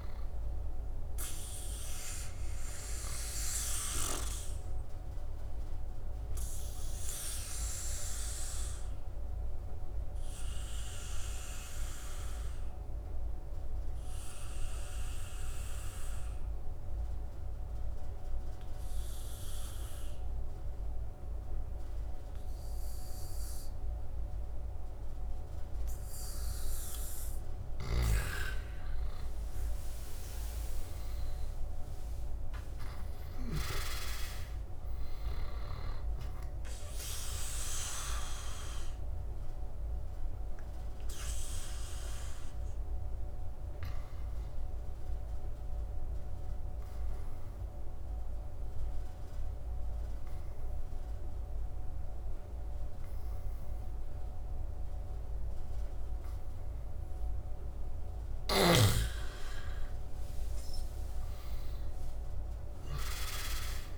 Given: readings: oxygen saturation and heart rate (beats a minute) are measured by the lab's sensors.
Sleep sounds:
breathing in sleep by a room microphone; 2
0.00-20.50 s: oxygen desaturation (device-marked, oxygen 85% lowest, heart rate 72 extreme)
3.50-26.00 s: obstructive apnea (oxygen 99% before, 84% lowest, heart rate 77 before, 72 extreme, up 12 after)
27.50-33.50 s: snoring (device-marked)
29.50-33.00 s: arousal
32.50-51.50 s: oxygen desaturation (device-marked, oxygen 98% before, 87% lowest, heart rate 75 before, 74 extreme)
37.50-58.00 s: obstructive apnea (oxygen 98% before, 84% lowest, heart rate 78 before, 73 extreme, up 10 after)
58.00-63.00 s: snoring (device-marked)
59.00-62.50 s: arousal
62.50-63.98 s: oxygen desaturation (device-marked, oxygen 99% before, 84% lowest, heart rate 79 before, 72 extreme)
From the record:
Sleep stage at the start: N2 (light sleep); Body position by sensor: on the back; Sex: male

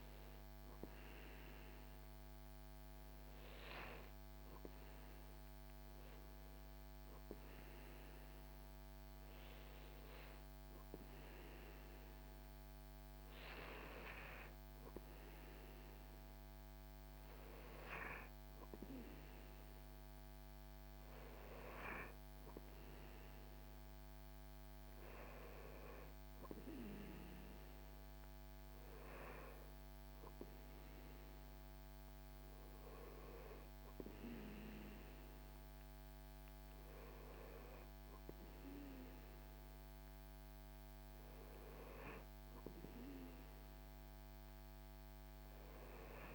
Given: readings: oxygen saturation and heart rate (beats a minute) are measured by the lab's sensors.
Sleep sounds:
breathing in sleep by a microphone on the trachea; none
none scored
From the record:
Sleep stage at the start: N2 (light sleep); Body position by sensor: on the back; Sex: male

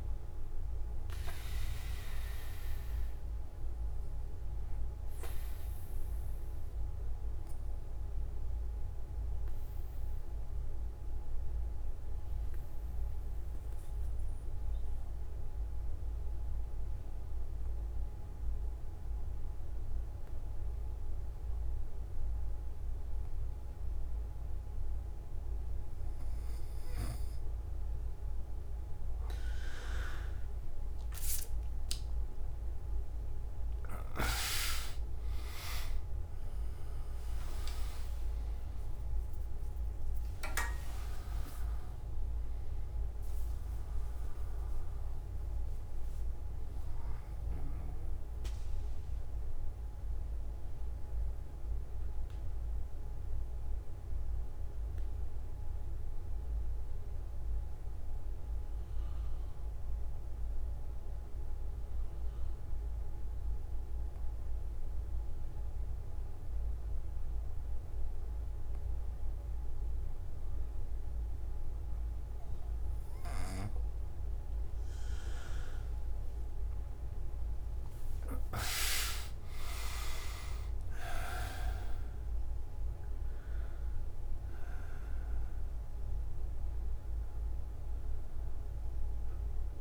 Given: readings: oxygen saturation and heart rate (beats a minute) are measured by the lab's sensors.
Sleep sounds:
breathing in sleep by a room microphone; 2
0.00-15.00 s: oxygen desaturation (device-marked, oxygen 93% lowest)
2.50-29.50 s: mixed apnea (oxygen 100% before, 93% lowest)
34.00-46.00 s: oxygen desaturation (device-marked, oxygen 99% before, 94% lowest)
49.00-74.00 s: mixed apnea (oxygen 99% before, 91% lowest)
77.00-89.81 s: oxygen desaturation (device-marked, oxygen 100% before, 91% lowest)
From the record:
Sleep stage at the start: N1 (lightest sleep); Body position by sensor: on the back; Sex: male

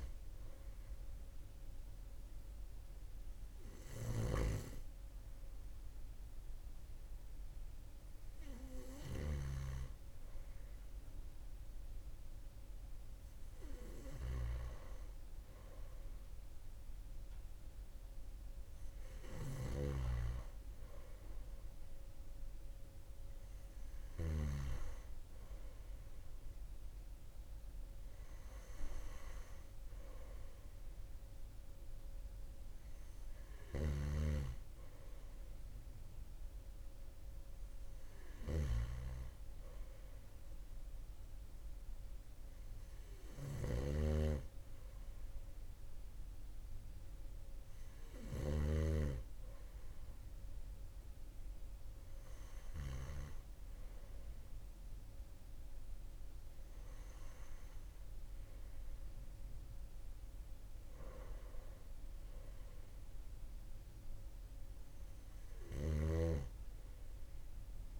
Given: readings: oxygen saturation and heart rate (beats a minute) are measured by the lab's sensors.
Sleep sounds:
breathing in sleep by a room microphone; none
43.00-48.00 s: snoring (device-marked)
65.00-68.00 s: snoring (device-marked)
From the record:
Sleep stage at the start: N2 (light sleep); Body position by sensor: on the right side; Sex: male

